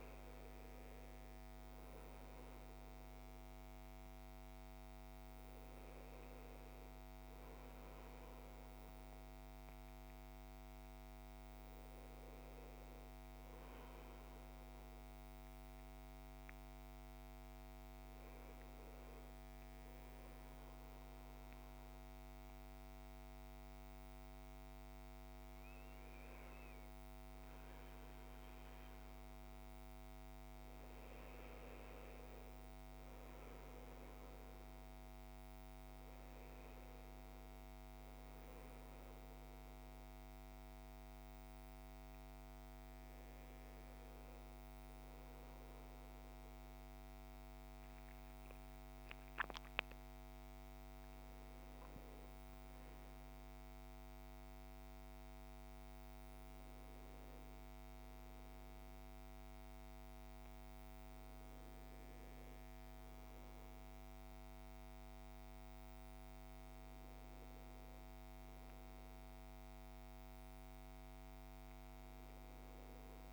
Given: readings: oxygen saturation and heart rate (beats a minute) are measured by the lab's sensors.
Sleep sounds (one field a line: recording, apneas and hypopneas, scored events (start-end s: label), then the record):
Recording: breathing in sleep, hard to hear, by a microphone on the trachea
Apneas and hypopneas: none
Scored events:
34.00-48.00 s: oxygen desaturation (device-marked, oxygen 96% before, 93% lowest, heart rate 62 before, 60 extreme)
47.50-51.00 s: arousal
From the record:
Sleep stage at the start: N1 (lightest sleep)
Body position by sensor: on the right side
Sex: male